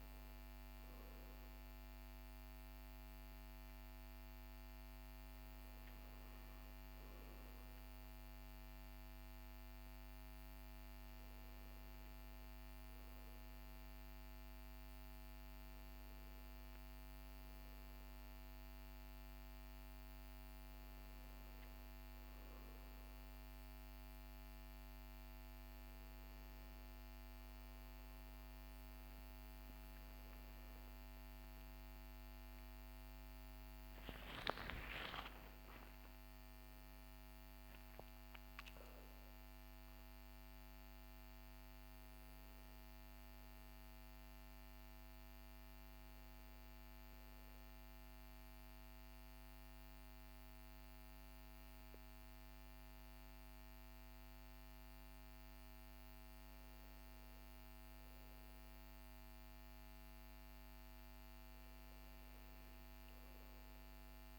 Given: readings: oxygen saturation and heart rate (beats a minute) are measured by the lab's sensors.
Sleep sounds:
breathing in sleep, hard to hear, by a microphone on the trachea; none
32.50-38.00 s: arousal
From the record:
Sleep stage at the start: N2 (light sleep); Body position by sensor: on the back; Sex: male

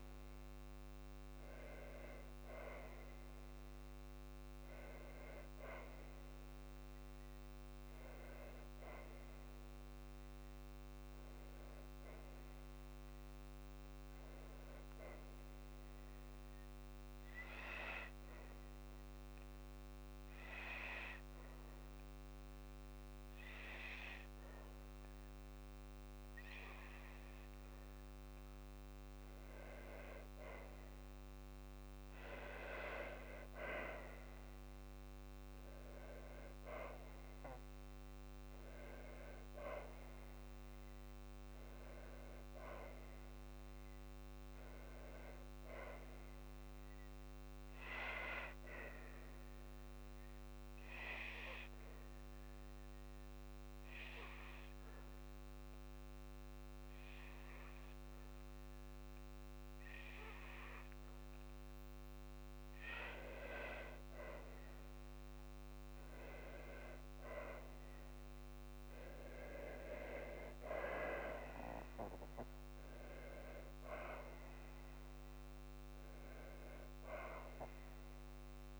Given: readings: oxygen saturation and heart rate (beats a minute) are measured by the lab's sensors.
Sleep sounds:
breathing in sleep by a microphone on the trachea; none
36.50-40.50 s: arousal
38.00-40.00 s: long interval between heartbeats (device-marked, heart rate 54 before, 64 extreme)
From the record:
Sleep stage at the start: N2 (light sleep); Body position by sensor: on the back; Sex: female

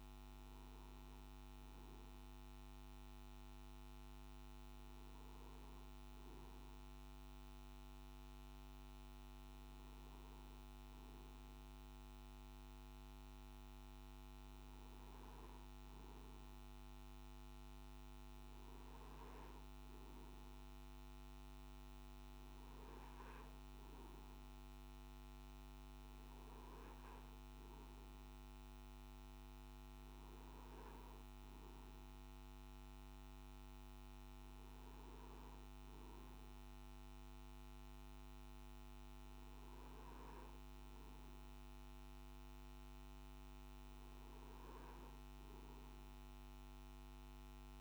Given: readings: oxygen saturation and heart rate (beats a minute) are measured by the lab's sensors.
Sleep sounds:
breathing in sleep, hard to hear, by a microphone on the trachea; none
none scored
From the record:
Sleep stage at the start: N3 (deep sleep); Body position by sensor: on the back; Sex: male

